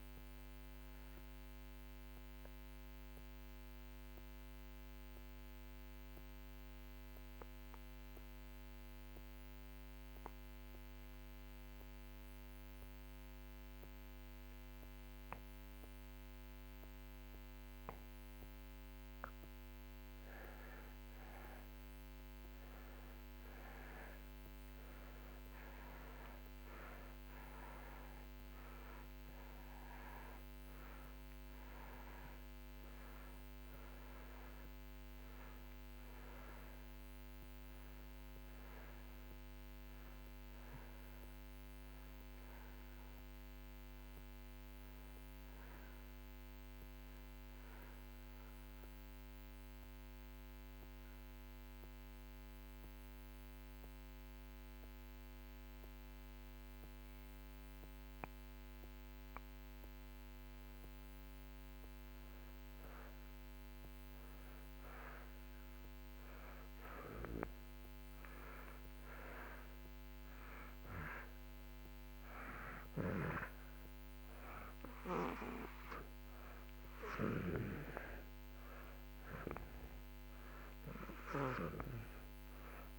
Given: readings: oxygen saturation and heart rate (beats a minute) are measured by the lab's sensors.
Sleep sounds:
breathing in sleep by a microphone on the trachea; 2
0.00-20.50 s: oxygen desaturation (device-marked, oxygen 87% lowest)
2.00-17.50 s: mixed apnea (oxygen 95% before, 83% lowest)
22.00-27.00 s: arousal
32.50-59.50 s: oxygen desaturation (device-marked, oxygen 97% before, 83% lowest)
49.50-60.50 s: central apnea (oxygen 97% before, 84% lowest)
64.00-69.00 s: arousal
76.50-82.99 s: oxygen desaturation (device-marked, oxygen 95% before, 87% lowest)
From the record:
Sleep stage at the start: N2 (light sleep); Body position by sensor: on the back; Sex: male

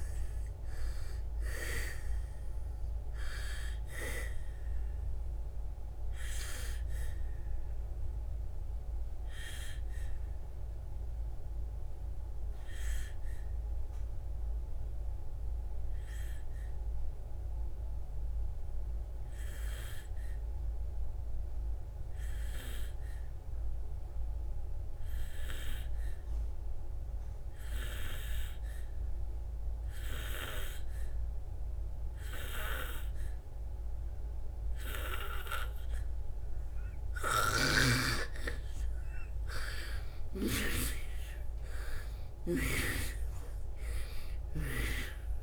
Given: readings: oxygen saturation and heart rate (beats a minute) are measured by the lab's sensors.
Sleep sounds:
breathing in sleep by a room microphone; 1
0.00-22.00 s: oxygen desaturation (device-marked, oxygen 86% lowest, heart rate 55 extreme)
5.50-38.50 s: obstructive apnea (oxygen 98% before, 86% lowest, heart rate 67 before, 55 extreme, up 10 after)
37.00-45.43 s: oxygen desaturation (device-marked, oxygen 98% before, 87% lowest, heart rate 60 before, 55 extreme)
37.50-41.00 s: snoring (device-marked)
40.50-44.00 s: arousal
From the record:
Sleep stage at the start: N2 (light sleep); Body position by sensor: on the back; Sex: female

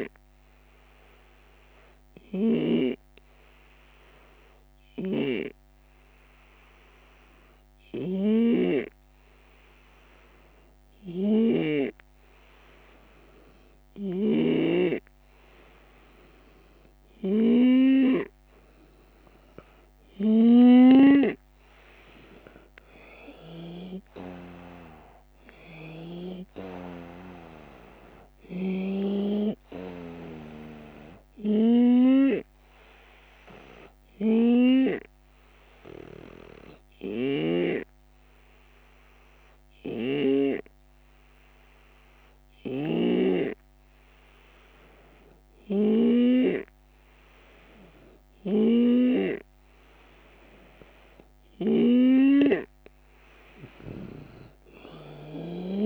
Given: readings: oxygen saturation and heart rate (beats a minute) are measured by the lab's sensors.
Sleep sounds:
breathing in sleep by a microphone on the trachea; 2
0.50-17.00 s: obstructive apnea (oxygen 95% before, 91% lowest)
4.50-20.50 s: snoring (device-marked)
23.00-27.50 s: arousal
25.00-27.00 s: long interval between heartbeats (device-marked)
31.50-55.86 s: snoring (device-marked)
33.50-51.50 s: hypopnea (oxygen 96% before, 91% lowest)
From the record:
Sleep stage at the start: N2 (light sleep); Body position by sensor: on the right side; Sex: male

